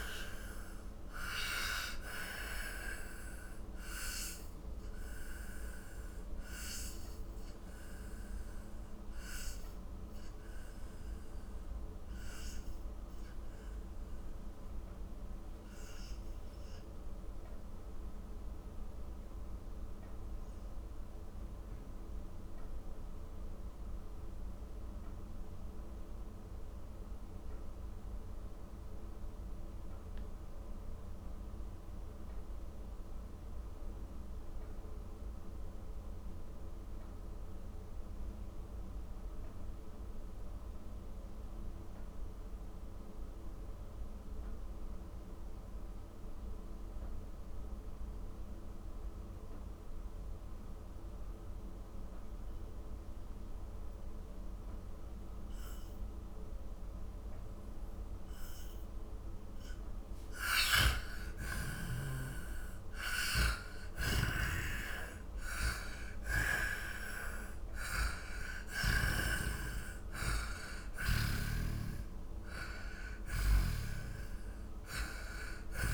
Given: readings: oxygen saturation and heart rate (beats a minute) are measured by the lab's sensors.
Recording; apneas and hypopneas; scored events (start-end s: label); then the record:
breathing in sleep by a room microphone; 1
0.00-30.50 s: oxygen desaturation (device-marked, oxygen 84% lowest, heart rate 39 extreme)
2.50-58.50 s: mixed apnea (oxygen 97% before, 80% lowest, heart rate 59 before, 39 extreme, up 25 after)
52.50-75.94 s: oxygen desaturation (device-marked, oxygen 98% before, 80% lowest, heart rate 52 before, 42 extreme)
59.50-63.50 s: arousal
63.50-69.00 s: snoring (device-marked)
71.00-75.94 s: snoring (device-marked)
From the record:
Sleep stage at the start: N2 (light sleep); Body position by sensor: on the back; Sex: male